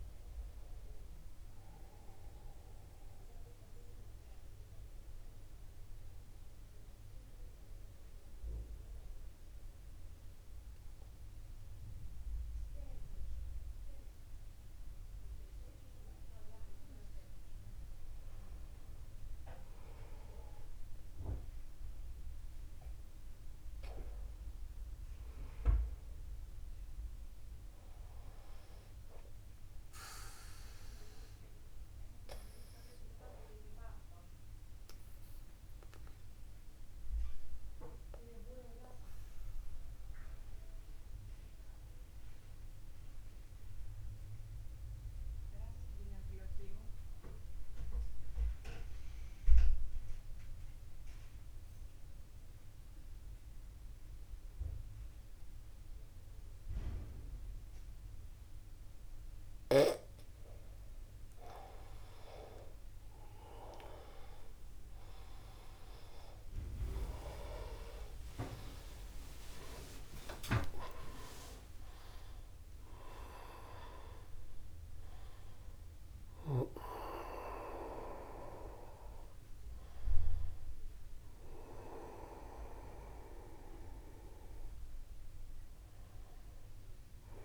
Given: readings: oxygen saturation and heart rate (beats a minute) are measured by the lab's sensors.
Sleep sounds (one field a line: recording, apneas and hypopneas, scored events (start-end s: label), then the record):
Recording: breathing in sleep by a room microphone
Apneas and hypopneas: 2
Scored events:
3.50-17.50 s: central apnea (oxygen 98% before, 94% lowest, heart rate 82 before, 49 extreme, up 0 after)
13.50-73.50 s: new sleep stage, N2 (light sleep)
20.50-24.00 s: arousal
35.50-61.50 s: obstructive apnea (oxygen 98% before, 93% lowest, heart rate 49 before, 50 extreme)
62.50-64.50 s: long interval between heartbeats (device-marked, heart rate 50 before, 59 extreme)
67.00-72.50 s: arousal
67.50-69.50 s: long interval between heartbeats (device-marked, heart rate 53 before, 95 extreme)
70.00-72.00 s: long interval between heartbeats (device-marked, heart rate 58 before, 137 extreme)
73.50-87.45 s: new sleep stage, N1 (lightest sleep)
From the record:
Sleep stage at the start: N1 (lightest sleep)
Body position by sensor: upright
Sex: male